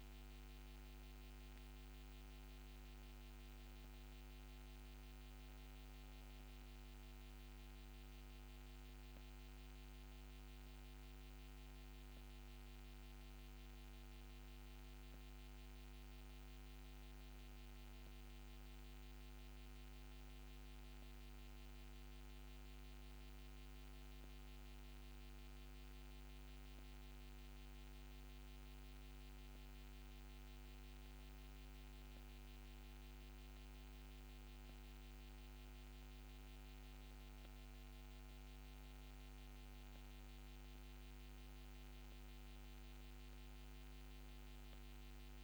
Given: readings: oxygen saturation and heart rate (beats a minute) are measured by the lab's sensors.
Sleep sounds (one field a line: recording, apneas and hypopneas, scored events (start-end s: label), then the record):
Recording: a person partly awake in a sleep study, hard to hear, by a microphone on the trachea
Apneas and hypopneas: none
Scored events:
19.00-45.44 s: new sleep stage, N1 (lightest sleep)
From the record:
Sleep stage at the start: awake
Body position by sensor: on the back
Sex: female